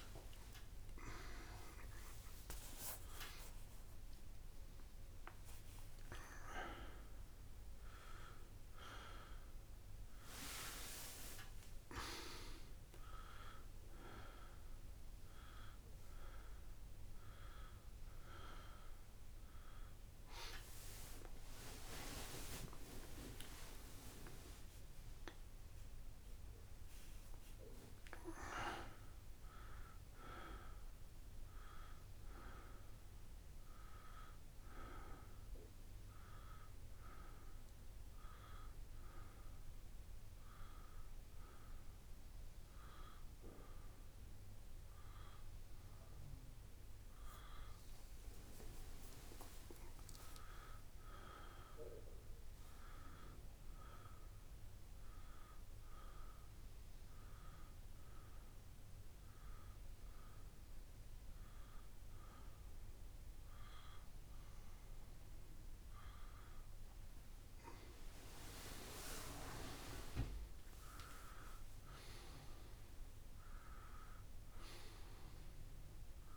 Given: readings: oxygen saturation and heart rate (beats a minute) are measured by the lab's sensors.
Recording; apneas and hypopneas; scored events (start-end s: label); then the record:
a person partly awake in a sleep study, by a room microphone; 1
32.50-76.37 s: new sleep stage, N1 (lightest sleep)
35.50-67.00 s: obstructive apnea (oxygen 98% before, 93% lowest)
69.50-72.50 s: arousal
From the record:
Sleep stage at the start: awake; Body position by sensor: on the back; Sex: male